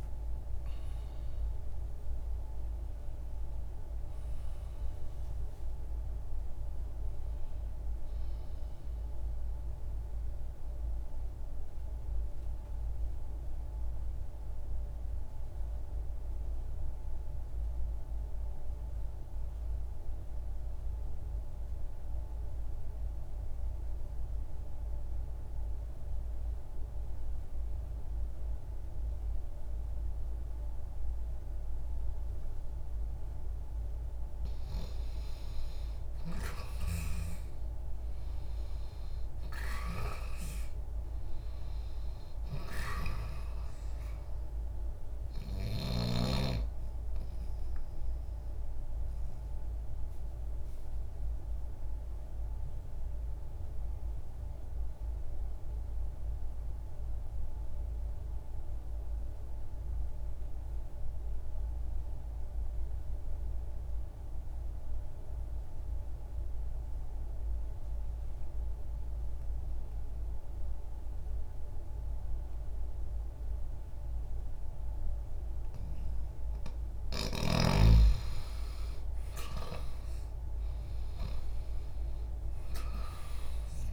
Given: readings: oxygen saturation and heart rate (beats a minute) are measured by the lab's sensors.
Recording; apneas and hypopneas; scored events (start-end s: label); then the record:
breathing in sleep by a room microphone; 2
0.00-1.50 s: arousal
0.00-28.50 s: oxygen desaturation (device-marked, oxygen 85% lowest, heart rate 59 extreme)
9.50-33.00 s: mixed apnea (oxygen 97% before, 85% lowest, heart rate 66 before, 60 extreme, up 0 after)
33.50-65.50 s: oxygen desaturation (device-marked, oxygen 97% before, 85% lowest, heart rate 60 before, 60 extreme)
36.00-40.00 s: arousal
47.50-76.50 s: obstructive apnea (oxygen 97% before, 83% lowest, heart rate 60 before, 60 extreme, up 0 after)
74.50-83.93 s: oxygen desaturation (device-marked, oxygen 97% before, 83% lowest, heart rate 60 before, 60 extreme)
78.50-82.50 s: arousal
From the record:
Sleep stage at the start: N2 (light sleep); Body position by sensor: on the left side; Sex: male